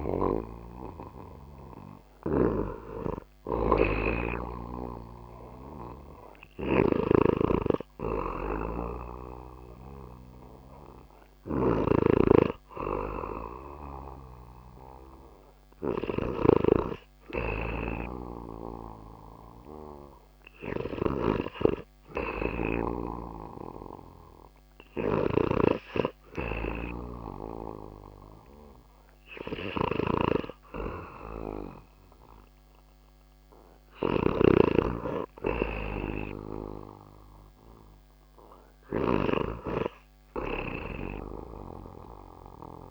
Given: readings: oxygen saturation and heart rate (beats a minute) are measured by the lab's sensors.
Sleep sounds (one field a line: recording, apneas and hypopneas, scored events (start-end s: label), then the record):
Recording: breathing in sleep by a microphone on the trachea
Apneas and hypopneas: none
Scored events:
0.00-27.00 s: oxygen desaturation (device-marked, oxygen 83% lowest)
0.00-42.91 s: snoring (device-marked)
From the record:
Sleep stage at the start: N2 (light sleep)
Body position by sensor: on the back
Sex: male